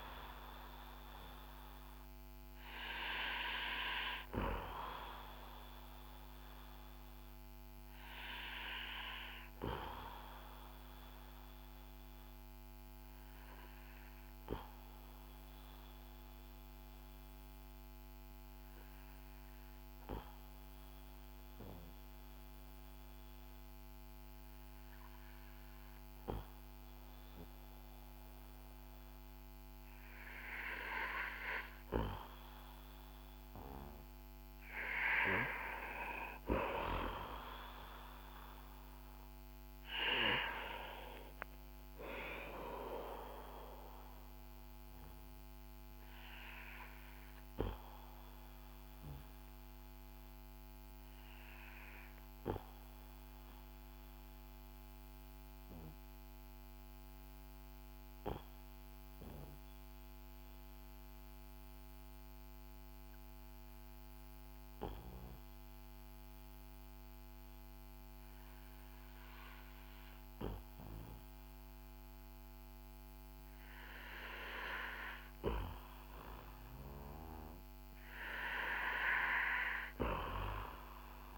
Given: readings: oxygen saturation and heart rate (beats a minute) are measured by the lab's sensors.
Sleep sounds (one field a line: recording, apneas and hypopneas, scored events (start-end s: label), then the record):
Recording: breathing in sleep by a microphone on the trachea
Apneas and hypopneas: 2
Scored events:
13.00-33.50 s: obstructive apnea (oxygen 95% before, 91% lowest, heart rate 53 before, 48 extreme, up 9 after)
38.50-43.50 s: arousal
49.50-74.50 s: obstructive apnea (oxygen 96% before, 90% lowest, heart rate 58 before, 48 extreme, up 10 after)
78.00-81.38 s: arousal
From the record:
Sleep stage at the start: N2 (light sleep)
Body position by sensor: on the back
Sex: male